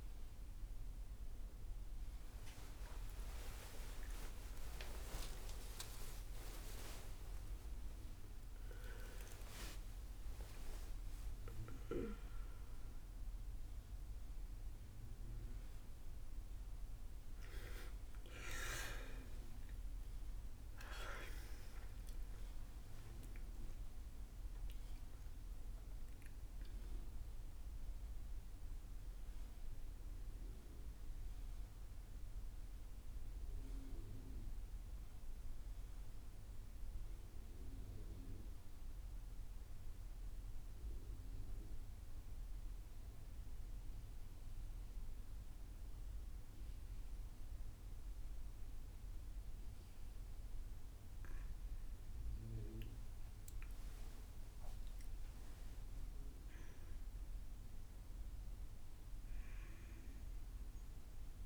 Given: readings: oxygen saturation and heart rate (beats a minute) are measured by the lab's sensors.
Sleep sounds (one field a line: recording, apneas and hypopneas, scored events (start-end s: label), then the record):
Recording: a person partly awake in a sleep study, by a room microphone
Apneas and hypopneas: 1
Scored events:
28.50-61.46 s: new sleep stage, N2 (light sleep)
29.00-51.00 s: mixed apnea (oxygen 97% before, 93% lowest, heart rate 102 before, 57 extreme, up 13 after)
52.50-56.50 s: arousal
53.50-61.46 s: oxygen desaturation (device-marked, oxygen 98% before, 94% lowest, heart rate 63 before, 61 extreme)
From the record:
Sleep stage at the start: awake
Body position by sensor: on the back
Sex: female